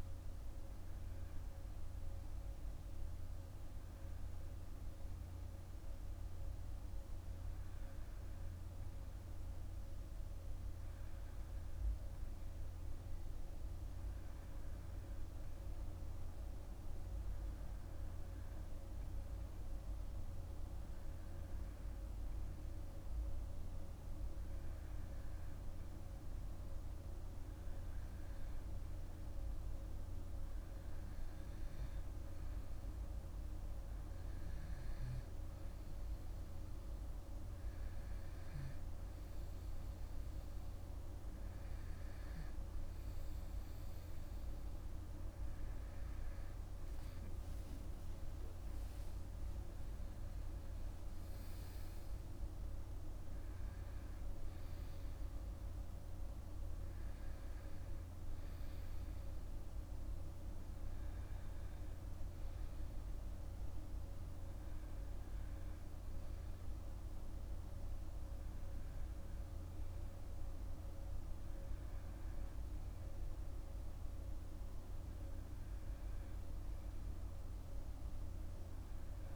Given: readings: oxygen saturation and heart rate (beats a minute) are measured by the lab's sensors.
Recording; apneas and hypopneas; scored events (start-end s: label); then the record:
breathing in sleep, hard to hear, by a room microphone; none
none scored
From the record:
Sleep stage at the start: REM sleep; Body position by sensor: on the back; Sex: male